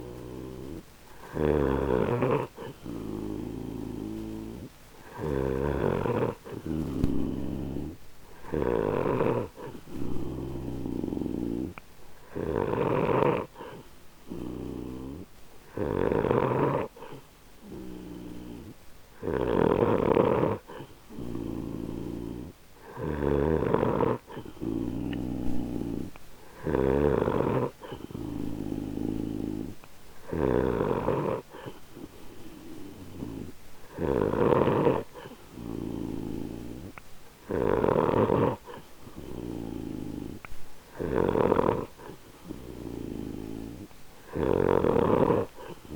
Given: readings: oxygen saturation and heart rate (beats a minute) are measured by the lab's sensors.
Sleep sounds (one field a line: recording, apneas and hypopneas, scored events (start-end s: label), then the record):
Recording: breathing in sleep by a microphone on the trachea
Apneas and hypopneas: none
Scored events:
0.00-45.96 s: snoring (device-marked)
5.50-45.96 s: new sleep stage, N3 (deep sleep)
From the record:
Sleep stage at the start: N2 (light sleep)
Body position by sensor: on the right side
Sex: male